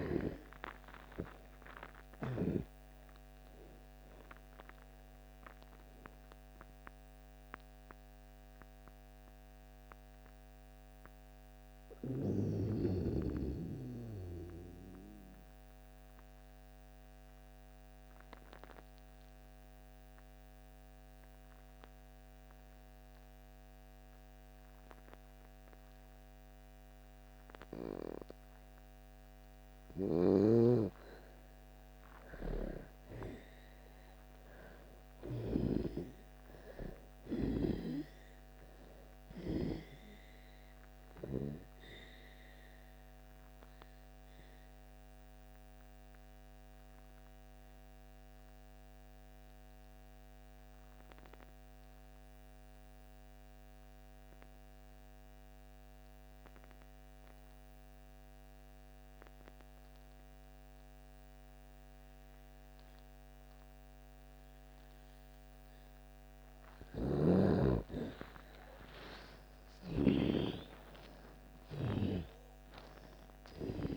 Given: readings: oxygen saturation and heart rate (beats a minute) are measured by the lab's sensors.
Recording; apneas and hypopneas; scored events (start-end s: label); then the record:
breathing in sleep by a microphone on the trachea; 2
0.00-2.00 s: arousal
0.00-6.50 s: oxygen desaturation (device-marked, oxygen 86% lowest)
7.00-30.50 s: mixed apnea (oxygen 96% before, 81% lowest)
8.50-25.50 s: oxygen desaturation (device-marked, oxygen 89% before, 81% lowest)
31.50-51.50 s: oxygen desaturation (device-marked, oxygen 99% before, 86% lowest)
32.00-36.50 s: arousal
42.00-66.50 s: obstructive apnea (oxygen 99% before, 81% lowest)
63.50-73.97 s: oxygen desaturation (device-marked, oxygen 98% before, 81% lowest)
67.50-72.00 s: arousal
From the record:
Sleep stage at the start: N2 (light sleep); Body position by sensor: on the back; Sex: female